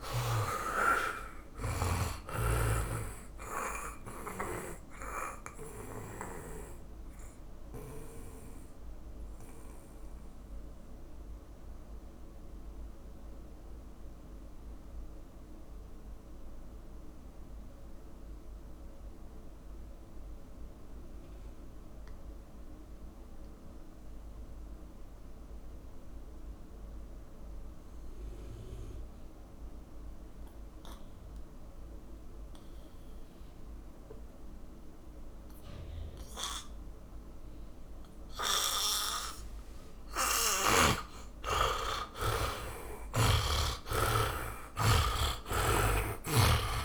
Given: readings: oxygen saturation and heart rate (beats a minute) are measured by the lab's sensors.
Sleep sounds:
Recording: breathing in sleep by a room microphone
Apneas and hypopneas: 1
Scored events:
0.00-3.00 s: oxygen desaturation (device-marked, oxygen 88% lowest, heart rate 56 extreme)
2.50-6.50 s: snoring (device-marked)
5.00-29.00 s: oxygen desaturation (device-marked, oxygen 93% before, 75% lowest, heart rate 62 before, 45 extreme)
7.00-39.00 s: mixed apnea (oxygen 100% before, 75% lowest, heart rate 65 before, 45 extreme, up 14 after)
36.00-46.85 s: oxygen desaturation (device-marked, oxygen 100% before, 77% lowest, heart rate 54 before, 49 extreme)
43.50-46.85 s: arousal
From the record:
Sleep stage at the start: N2 (light sleep)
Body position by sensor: on the back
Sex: male

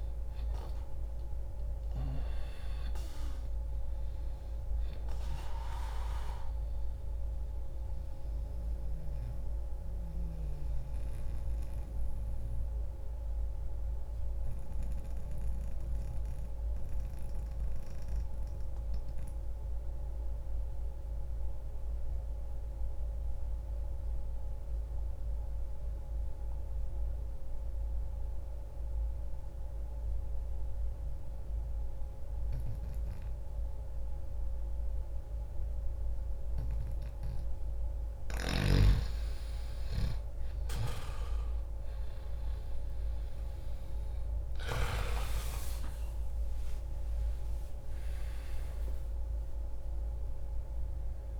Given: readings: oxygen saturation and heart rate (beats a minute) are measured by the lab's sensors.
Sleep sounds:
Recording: breathing in sleep by a room microphone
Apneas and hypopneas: 1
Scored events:
0.00-27.00 s: oxygen desaturation (device-marked, oxygen 85% lowest, heart rate 61 extreme)
6.50-37.50 s: mixed apnea (oxygen 98% before, 85% lowest, heart rate 66 before, 61 extreme, up 6 after)
38.50-43.00 s: arousal
41.00-51.40 s: oxygen desaturation (device-marked, oxygen 96% before, 89% lowest, heart rate 64 before, 60 extreme)
From the record:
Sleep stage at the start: N2 (light sleep)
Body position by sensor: on the back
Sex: male

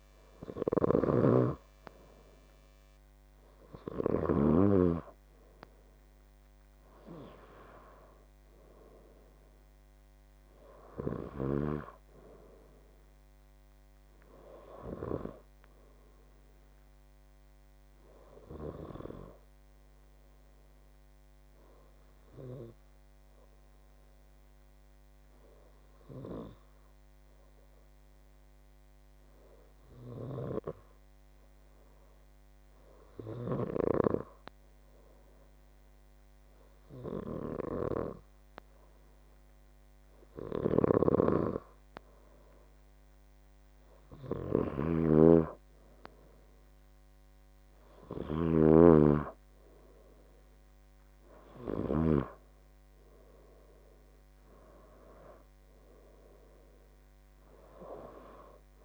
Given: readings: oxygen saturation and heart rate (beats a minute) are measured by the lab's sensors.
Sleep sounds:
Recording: breathing in sleep by a microphone on the trachea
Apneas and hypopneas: 1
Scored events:
20.50-41.50 s: obstructive apnea (oxygen 94% before, 92% lowest, heart rate 75 before, 66 extreme, up 6 after)
46.00-49.00 s: arousal
From the record:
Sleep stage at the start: N2 (light sleep)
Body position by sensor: on the left side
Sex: male

